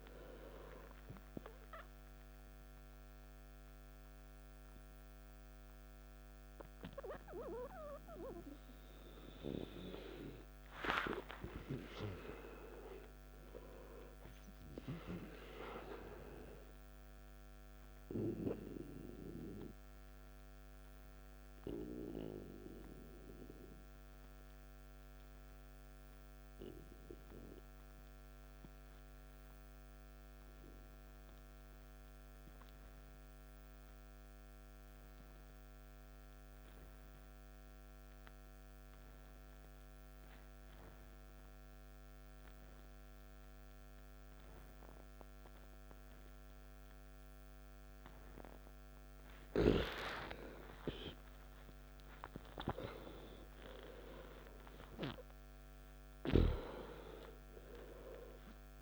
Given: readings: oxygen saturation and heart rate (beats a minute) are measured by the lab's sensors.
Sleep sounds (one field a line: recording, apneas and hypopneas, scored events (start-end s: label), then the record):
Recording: breathing in sleep by a microphone on the trachea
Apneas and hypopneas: 1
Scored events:
0.00-21.50 s: oxygen desaturation (device-marked, oxygen 86% lowest, heart rate 54 extreme)
21.00-50.00 s: mixed apnea (oxygen 93% before, 85% lowest, heart rate 63 before, 54 extreme, up 16 after)
38.50-58.82 s: oxygen desaturation (device-marked, oxygen 98% before, 85% lowest, heart rate 56 before, 55 extreme)
51.00-55.00 s: arousal
57.50-58.82 s: new sleep stage, N1 (lightest sleep)
From the record:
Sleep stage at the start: N2 (light sleep)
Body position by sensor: on the back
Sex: male